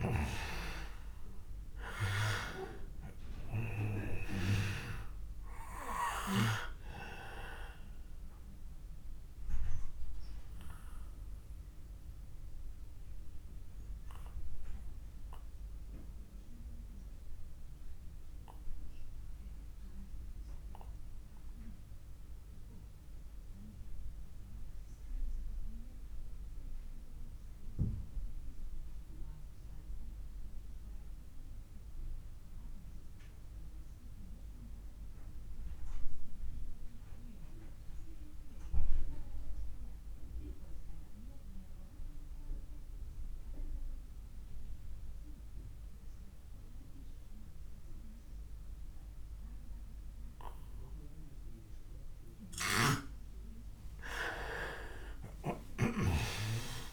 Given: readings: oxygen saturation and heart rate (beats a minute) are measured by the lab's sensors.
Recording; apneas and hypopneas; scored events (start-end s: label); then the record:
breathing in sleep by a room microphone; 1
0.00-29.50 s: oxygen desaturation (device-marked, oxygen 88% lowest)
8.00-51.50 s: obstructive apnea (oxygen 99% before, 84% lowest)
44.50-56.92 s: oxygen desaturation (device-marked, oxygen 99% before, 84% lowest)
53.50-56.92 s: arousal
From the record:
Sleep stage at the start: REM sleep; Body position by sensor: on the back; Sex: male